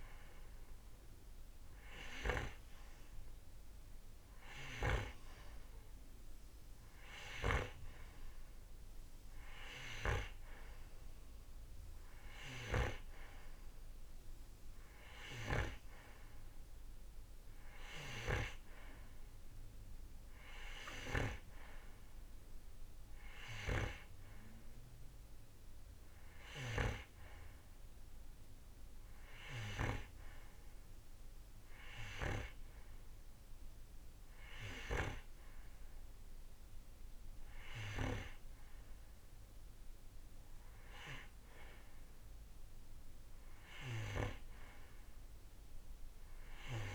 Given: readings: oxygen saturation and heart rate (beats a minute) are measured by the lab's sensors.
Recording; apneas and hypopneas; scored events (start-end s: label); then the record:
breathing in sleep by a room microphone; none
none scored
From the record:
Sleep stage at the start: N2 (light sleep); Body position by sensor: on the right side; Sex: male